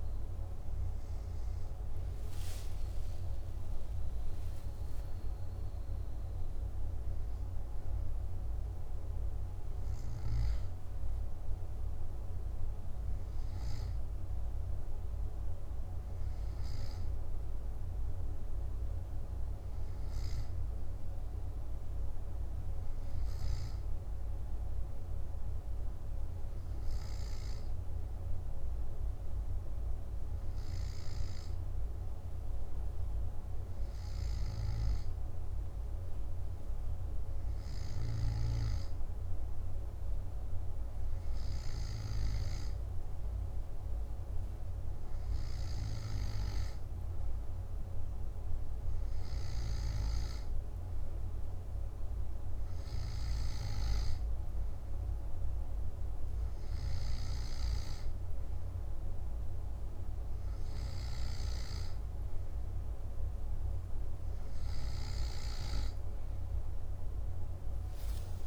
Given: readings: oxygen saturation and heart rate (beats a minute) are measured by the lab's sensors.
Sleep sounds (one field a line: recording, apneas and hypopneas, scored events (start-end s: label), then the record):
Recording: breathing in sleep, hard to hear, by a room microphone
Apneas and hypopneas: none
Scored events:
2.50-6.50 s: arousal
From the record:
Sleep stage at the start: N2 (light sleep)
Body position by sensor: on the back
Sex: male